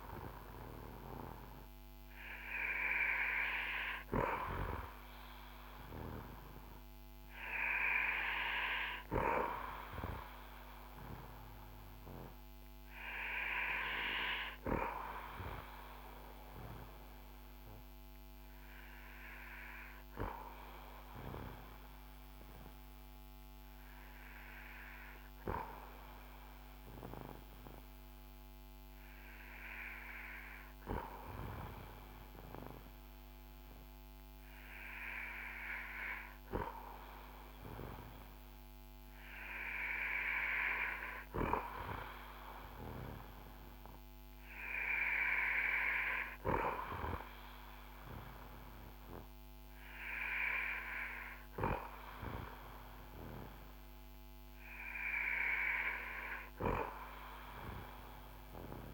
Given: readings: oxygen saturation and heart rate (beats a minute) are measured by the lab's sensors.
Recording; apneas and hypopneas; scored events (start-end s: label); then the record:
breathing in sleep by a microphone on the trachea; 1
22.00-39.50 s: obstructive apnea (oxygen 95% before, 92% lowest, heart rate 56 before, 50 extreme, up 6 after)
41.50-45.00 s: arousal
From the record:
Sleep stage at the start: N2 (light sleep); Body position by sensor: on the back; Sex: male